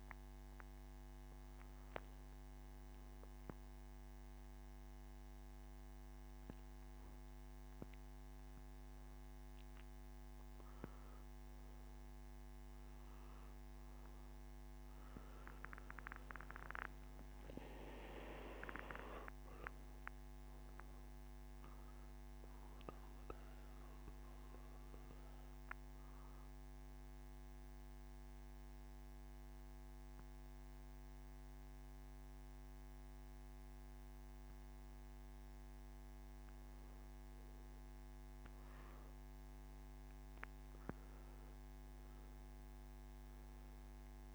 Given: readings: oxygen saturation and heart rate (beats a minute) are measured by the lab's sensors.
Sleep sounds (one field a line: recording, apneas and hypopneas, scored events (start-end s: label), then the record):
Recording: breathing in sleep by a microphone on the trachea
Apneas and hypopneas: none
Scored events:
19.00-39.00 s: oxygen desaturation (device-marked, oxygen 98% before, 93% lowest, heart rate 107 before, 92 extreme)
From the record:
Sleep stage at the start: N2 (light sleep)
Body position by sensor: on the back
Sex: male